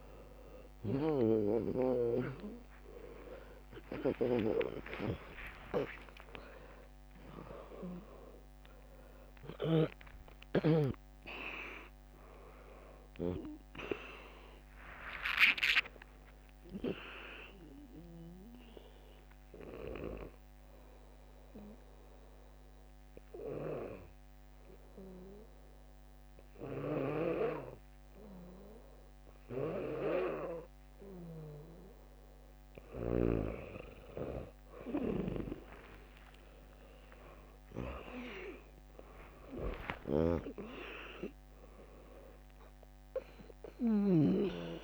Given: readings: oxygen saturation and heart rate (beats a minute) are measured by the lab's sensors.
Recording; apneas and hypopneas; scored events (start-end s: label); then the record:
breathing in sleep by a microphone on the trachea; 1
0.00-22.00 s: drop in pulse transit time (device-marked, heart rate 71 extreme)
2.00-7.00 s: tachycardia (device-marked, heart rate 67 before, 103 extreme)
5.00-7.00 s: long interval between heartbeats (device-marked, heart rate 74 before, 103 extreme)
9.00-11.00 s: tachycardia (device-marked, heart rate 67 before, 103 extreme)
11.50-13.50 s: long interval between heartbeats (device-marked, heart rate 84 before, 99 extreme)
14.00-18.00 s: arousal
21.00-32.50 s: obstructive apnea (oxygen 99% before, 96% lowest, heart rate 98 before, 55 extreme, up 22 after)
24.00-34.00 s: bradycardia (device-marked, heart rate 68 before, 55 extreme)
37.50-39.50 s: long interval between heartbeats (device-marked, heart rate 69 before, 69 extreme)
38.00-44.84 s: drop in pulse transit time (device-marked, heart rate 68 before, 60 extreme)
38.50-44.50 s: arousal
From the record:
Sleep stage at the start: N2 (light sleep); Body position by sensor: on the back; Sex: female